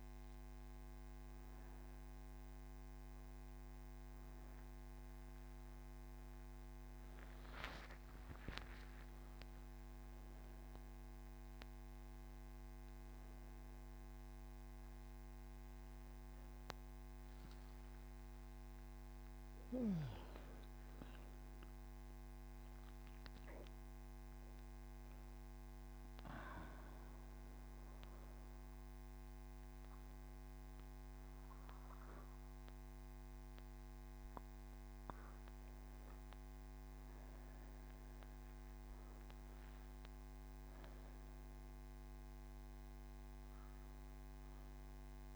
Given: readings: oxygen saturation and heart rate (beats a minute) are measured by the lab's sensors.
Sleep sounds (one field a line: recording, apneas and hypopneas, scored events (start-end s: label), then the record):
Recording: breathing in sleep, hard to hear, by a microphone on the trachea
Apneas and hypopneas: none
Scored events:
none scored
From the record:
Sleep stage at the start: N3 (deep sleep)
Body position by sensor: on the right side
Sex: female